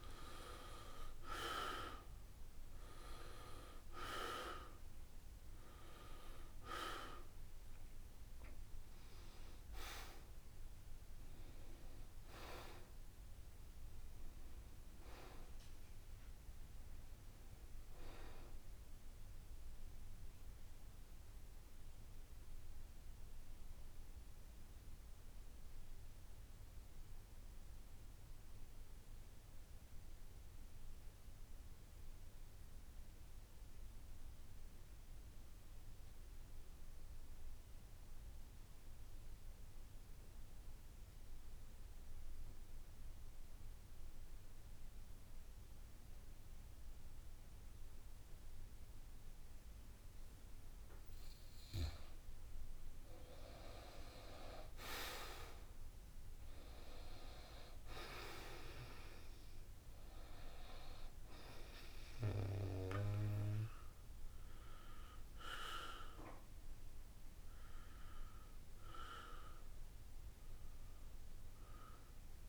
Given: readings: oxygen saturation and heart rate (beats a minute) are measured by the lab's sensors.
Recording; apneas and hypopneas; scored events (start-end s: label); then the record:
breathing in sleep by a room microphone; 1
0.00-3.50 s: arousal
0.00-25.50 s: oxygen desaturation (device-marked, oxygen 79% lowest, heart rate 65 extreme)
3.00-5.00 s: long interval between heartbeats (device-marked, heart rate 72 before, 82 extreme)
22.00-51.50 s: mixed apnea (oxygen 86% before, 81% lowest, heart rate 77 before, 65 extreme, up 3 after)
45.50-72.49 s: oxygen desaturation (device-marked, oxygen 95% before, 81% lowest, heart rate 69 before, 65 extreme)
55.00-59.50 s: arousal
From the record:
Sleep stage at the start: N2 (light sleep); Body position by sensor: on the back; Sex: male